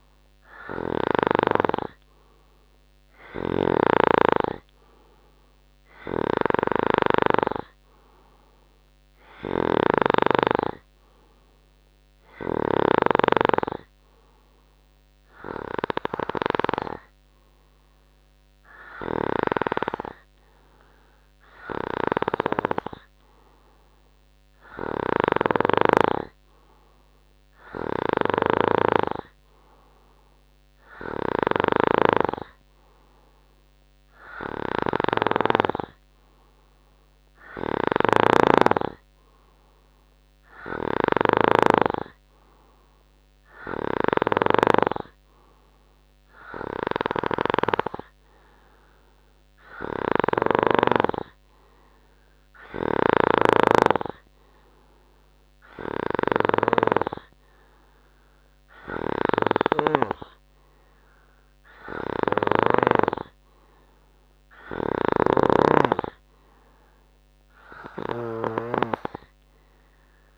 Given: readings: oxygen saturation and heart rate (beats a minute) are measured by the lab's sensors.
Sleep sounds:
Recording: breathing in sleep by a microphone on the trachea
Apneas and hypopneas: none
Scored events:
3.50-13.00 s: snoring (device-marked)
25.00-51.00 s: snoring (device-marked)
53.00-63.00 s: snoring (device-marked)
From the record:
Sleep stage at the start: N2 (light sleep)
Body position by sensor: on the right side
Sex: male

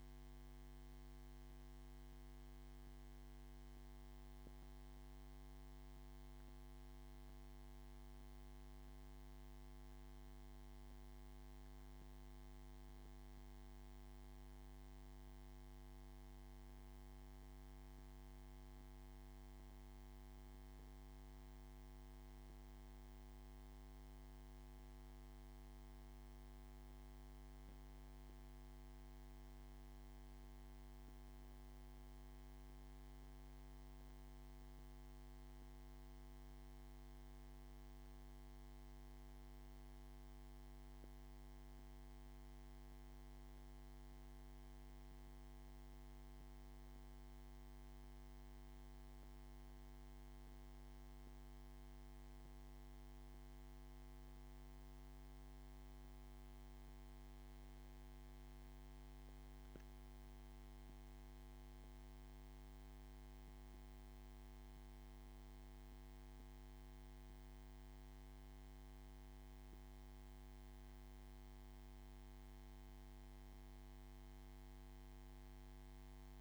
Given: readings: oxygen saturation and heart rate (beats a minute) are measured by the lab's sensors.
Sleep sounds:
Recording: a person awake in a sleep study, hard to hear, by a microphone on the trachea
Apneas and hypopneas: none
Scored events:
none scored
From the record:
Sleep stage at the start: awake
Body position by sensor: on the back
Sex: male

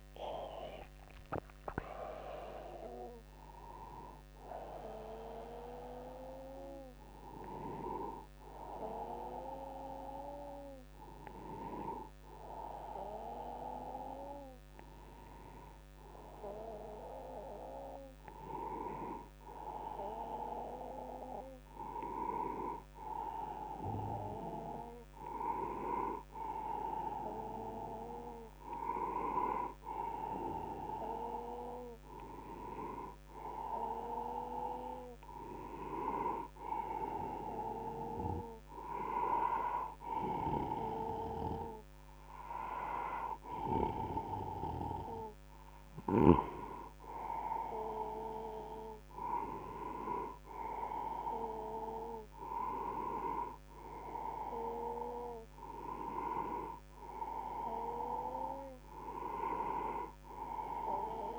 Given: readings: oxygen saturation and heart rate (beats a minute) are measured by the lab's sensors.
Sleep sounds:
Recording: a person partly awake in a sleep study, by a microphone on the trachea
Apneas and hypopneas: none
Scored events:
25.00-28.00 s: oxygen desaturation (device-marked, oxygen 98% before, 97% lowest, heart rate 75 before, 72 extreme)
30.00-61.39 s: new sleep stage, N1 (lightest sleep)
From the record:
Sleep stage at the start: awake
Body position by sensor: on the right side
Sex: male

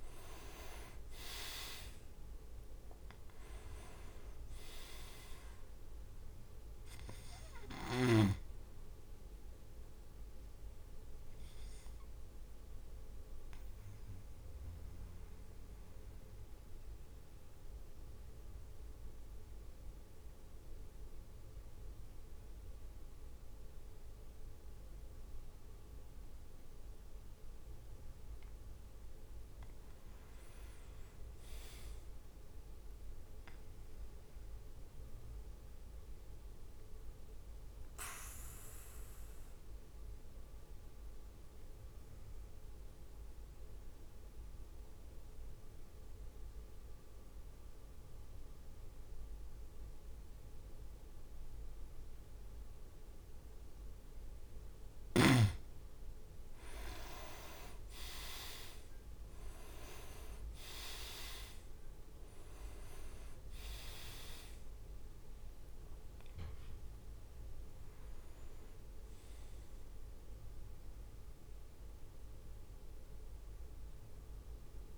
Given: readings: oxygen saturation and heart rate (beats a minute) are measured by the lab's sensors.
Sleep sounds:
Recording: breathing in sleep by a room microphone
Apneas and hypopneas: 2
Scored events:
0.00-1.50 s: arousal
0.00-29.50 s: oxygen desaturation (device-marked, oxygen 94% lowest, heart rate 50 extreme)
0.50-11.50 s: drop in pulse transit time (device-marked, heart rate 55 before, 55 extreme)
4.50-5.00 s: leg movement (device-marked)
10.50-27.00 s: mixed apnea (oxygen 100% before, 94% lowest, heart rate 57 before, 50 extreme, up 10 after)
29.50-32.50 s: arousal
29.50-42.50 s: drop in pulse transit time (device-marked, heart rate 53 before, 52 extreme)
30.50-32.50 s: leg movement (device-marked)
35.50-54.00 s: obstructive apnea (oxygen 100% before, 94% lowest, heart rate 55 before, 52 extreme, up 8 after)
56.00-59.00 s: leg movement (device-marked)
56.50-61.00 s: arousal
59.50-74.98 s: drop in pulse transit time (device-marked, heart rate 53 before, 55 extreme)
60.50-73.50 s: oxygen desaturation (device-marked, oxygen 98% before, 95% lowest, heart rate 53 before, 55 extreme)
63.00-64.50 s: leg movement (device-marked)
From the record:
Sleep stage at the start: N2 (light sleep)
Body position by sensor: on the back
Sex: male

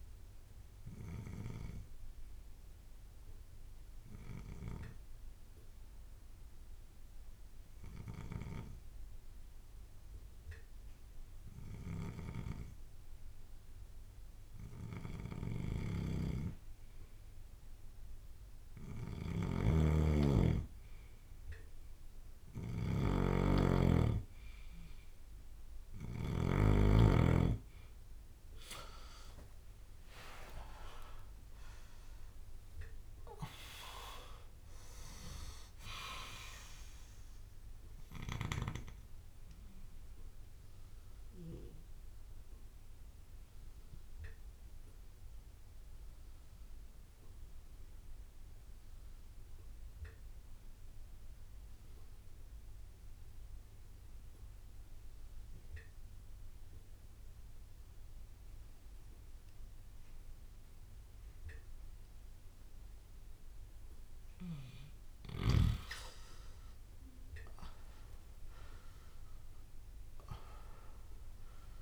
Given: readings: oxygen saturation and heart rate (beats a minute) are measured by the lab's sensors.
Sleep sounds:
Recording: breathing in sleep by a room microphone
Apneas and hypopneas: 2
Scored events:
0.00-17.50 s: oxygen desaturation (device-marked, oxygen 93% lowest)
0.00-44.50 s: bradycardia (device-marked)
1.00-15.50 s: obstructive apnea (oxygen 99% before, 92% lowest)
15.00-26.50 s: snoring (device-marked)
27.50-53.50 s: oxygen desaturation (device-marked, oxygen 99% before, 93% lowest)
29.00-34.00 s: arousal
34.00-36.00 s: long interval between heartbeats (device-marked)
39.00-64.50 s: obstructive apnea (oxygen 99% before, 90% lowest)
64.50-71.82 s: bradycardia (device-marked)
66.50-71.82 s: arousal
67.50-71.82 s: oxygen desaturation (device-marked, oxygen 99% before, 90% lowest)
From the record:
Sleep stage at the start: N2 (light sleep)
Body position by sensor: on the back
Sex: male

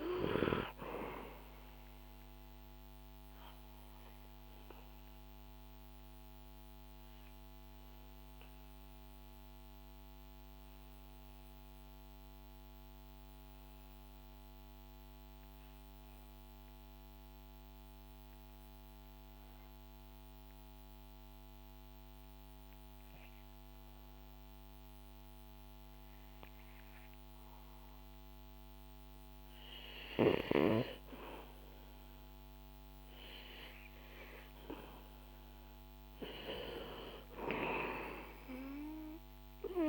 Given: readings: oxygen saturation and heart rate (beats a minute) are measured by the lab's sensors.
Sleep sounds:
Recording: breathing in sleep by a microphone on the trachea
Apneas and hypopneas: 1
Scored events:
0.00-19.00 s: oxygen desaturation (device-marked, oxygen 93% lowest, heart rate 62 extreme)
2.50-29.50 s: obstructive apnea (oxygen 99% before, 93% lowest, heart rate 63 before, 60 extreme, up 3 after)
33.50-37.50 s: arousal
From the record:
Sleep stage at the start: N2 (light sleep)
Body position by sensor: on the back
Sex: male

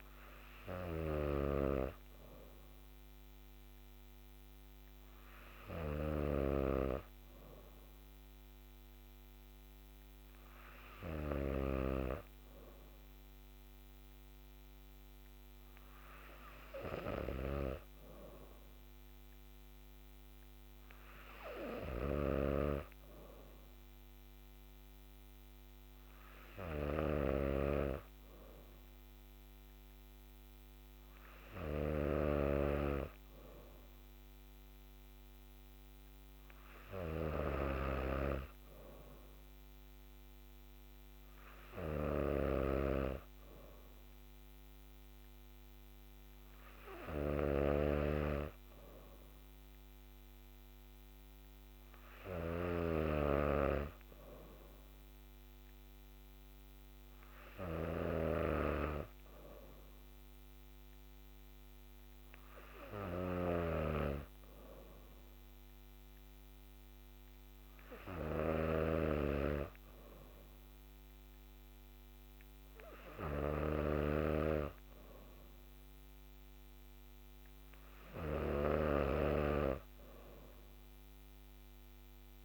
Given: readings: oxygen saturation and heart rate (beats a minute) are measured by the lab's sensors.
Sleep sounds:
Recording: breathing in sleep by a microphone on the trachea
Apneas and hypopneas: none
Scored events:
0.00-82.45 s: snoring (device-marked)
From the record:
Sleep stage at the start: N3 (deep sleep)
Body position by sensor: on the back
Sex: female

